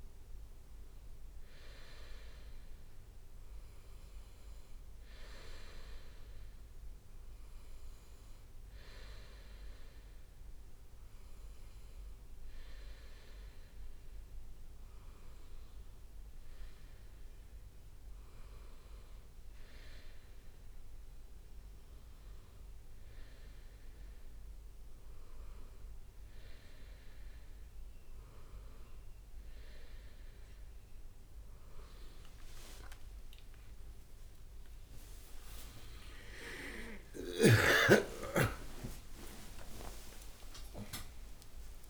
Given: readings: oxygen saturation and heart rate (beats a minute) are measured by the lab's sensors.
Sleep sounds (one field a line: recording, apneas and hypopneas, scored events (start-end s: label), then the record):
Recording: a person partly awake in a sleep study, by a room microphone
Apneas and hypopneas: none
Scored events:
30.00-41.90 s: new sleep stage, awake
From the record:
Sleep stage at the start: N2 (light sleep)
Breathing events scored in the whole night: 186 in 6.1 hours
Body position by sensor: on the right side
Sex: male